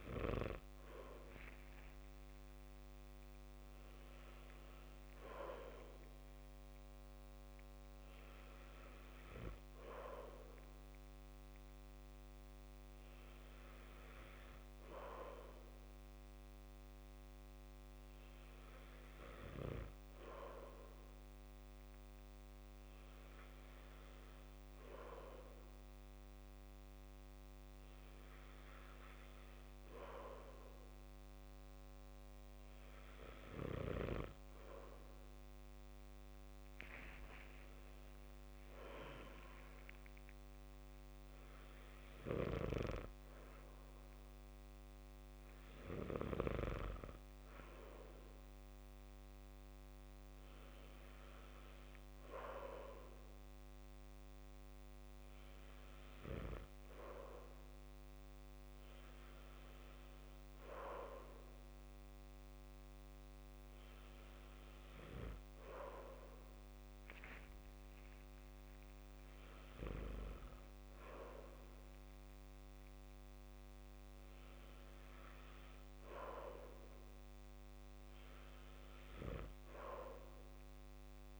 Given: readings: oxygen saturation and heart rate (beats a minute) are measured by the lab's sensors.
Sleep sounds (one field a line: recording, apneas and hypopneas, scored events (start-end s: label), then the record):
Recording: breathing in sleep by a microphone on the trachea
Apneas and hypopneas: none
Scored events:
37.50-39.50 s: long interval between heartbeats (device-marked, heart rate 67 before, 82 extreme)
67.50-69.50 s: long interval between heartbeats (device-marked, heart rate 65 before, 79 extreme)
From the record:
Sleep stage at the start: N2 (light sleep)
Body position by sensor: on the back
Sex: male